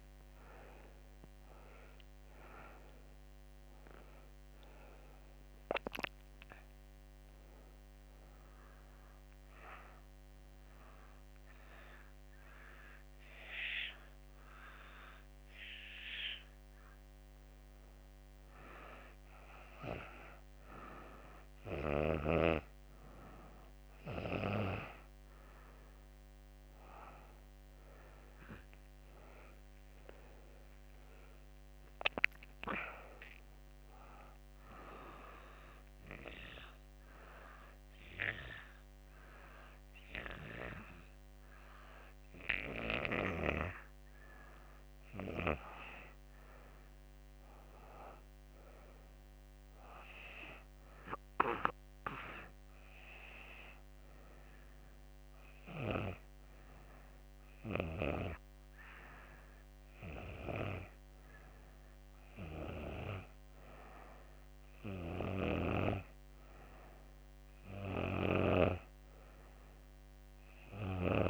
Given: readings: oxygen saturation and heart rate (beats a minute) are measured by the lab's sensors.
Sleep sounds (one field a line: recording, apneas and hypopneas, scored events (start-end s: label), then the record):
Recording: breathing in sleep by a microphone on the trachea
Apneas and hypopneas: 3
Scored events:
6.50-17.00 s: obstructive apnea (oxygen 95% before, 91% lowest, heart rate 89 before, 84 extreme, up 2 after)
19.50-23.00 s: arousal
21.50-29.50 s: oxygen desaturation (device-marked, oxygen 95% before, 92% lowest, heart rate 90 before, 84 extreme)
34.00-44.00 s: obstructive apnea (oxygen 95% before, 91% lowest, heart rate 88 before, 84 extreme, up 5 after)
46.50-50.00 s: arousal
48.50-59.50 s: oxygen desaturation (device-marked, oxygen 95% before, 91% lowest, heart rate 89 before, 85 extreme)
54.00-65.00 s: obstructive apnea (oxygen 95% before, 91% lowest, heart rate 88 before, 85 extreme, up 1 after)
From the record:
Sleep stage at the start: N2 (light sleep)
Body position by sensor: on the back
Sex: female